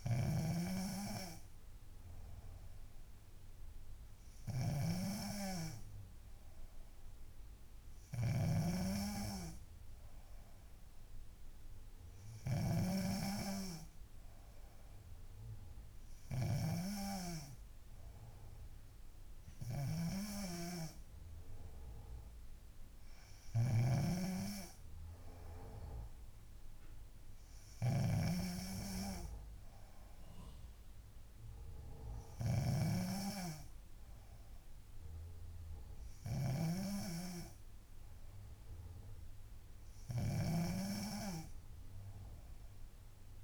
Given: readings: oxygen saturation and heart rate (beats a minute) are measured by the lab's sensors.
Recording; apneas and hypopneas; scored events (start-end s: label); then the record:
breathing in sleep by a room microphone; none
0.00-17.00 s: snoring (device-marked)
24.00-43.44 s: snoring (device-marked)
From the record:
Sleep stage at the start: N3 (deep sleep); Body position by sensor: on the back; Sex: female